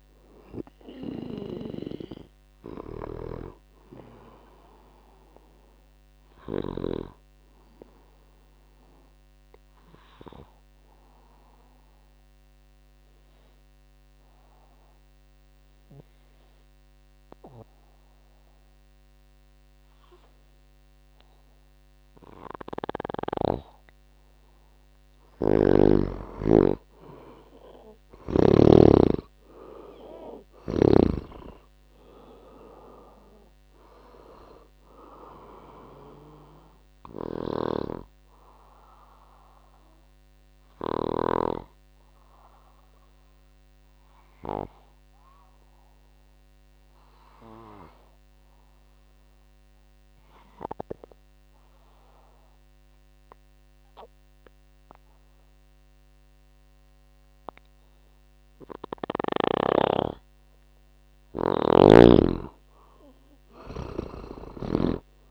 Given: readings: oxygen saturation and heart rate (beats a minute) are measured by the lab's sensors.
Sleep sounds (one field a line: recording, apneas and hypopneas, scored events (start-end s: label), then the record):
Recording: breathing in sleep by a microphone on the trachea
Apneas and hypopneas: 2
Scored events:
0.00-22.00 s: oxygen desaturation (device-marked, oxygen 87% lowest, heart rate 56 extreme)
8.50-24.00 s: obstructive apnea (oxygen 98% before, 87% lowest, heart rate 72 before, 56 extreme, up 9 after)
27.00-31.00 s: arousal
29.00-56.00 s: oxygen desaturation (device-marked, oxygen 99% before, 87% lowest, heart rate 63 before, 56 extreme)
39.50-60.50 s: obstructive apnea (oxygen 99% before, 86% lowest, heart rate 68 before, 58 extreme, up 11 after)
61.50-65.00 s: snoring (device-marked)
64.00-65.31 s: arousal
From the record:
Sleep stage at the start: N2 (light sleep)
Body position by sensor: on the back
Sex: male